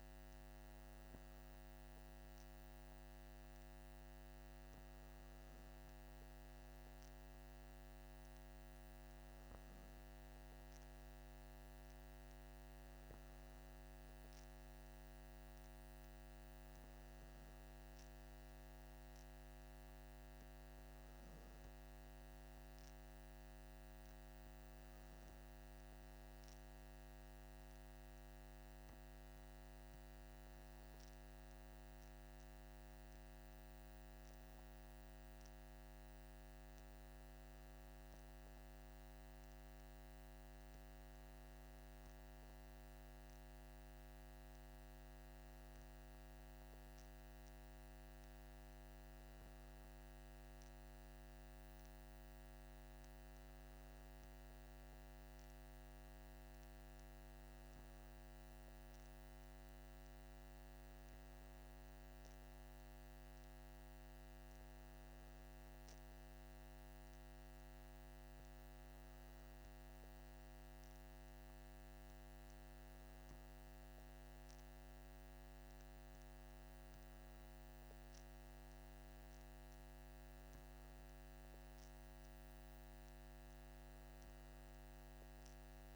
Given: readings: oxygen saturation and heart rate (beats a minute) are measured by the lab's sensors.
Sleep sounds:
breathing in sleep, hard to hear, by a microphone on the trachea; none
none scored
From the record:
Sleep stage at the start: N2 (light sleep); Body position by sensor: on the back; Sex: male

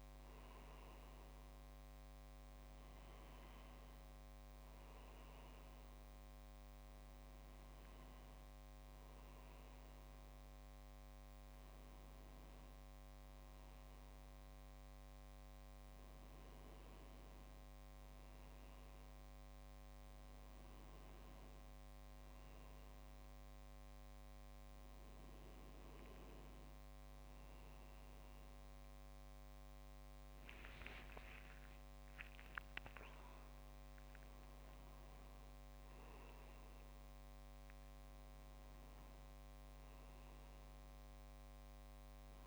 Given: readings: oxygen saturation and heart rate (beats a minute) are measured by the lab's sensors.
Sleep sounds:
a person partly awake in a sleep study, hard to hear, by a microphone on the trachea; none
10.50-42.47 s: new sleep stage, N1 (lightest sleep)
31.00-33.50 s: leg movement (device-marked)
From the record:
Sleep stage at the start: awake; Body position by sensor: on the back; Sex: male

